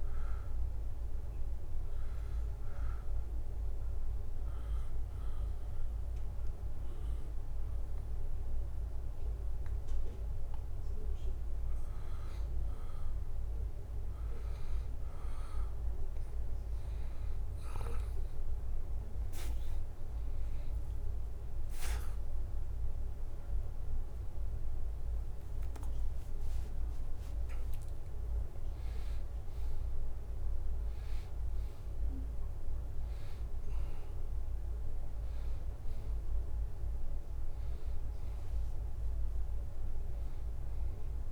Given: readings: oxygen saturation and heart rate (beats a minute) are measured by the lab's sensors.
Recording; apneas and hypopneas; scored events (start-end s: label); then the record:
breathing in sleep, hard to hear, by a room microphone; 1
1.50-15.50 s: hypopnea (oxygen 93% before, 89% lowest, heart rate 81 before, 79 extreme, up 3 after)
21.00-26.50 s: arousal
24.50-35.50 s: oxygen desaturation (device-marked, oxygen 93% before, 89% lowest, heart rate 80 before, 79 extreme)
From the record:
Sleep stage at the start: N2 (light sleep); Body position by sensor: on the back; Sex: male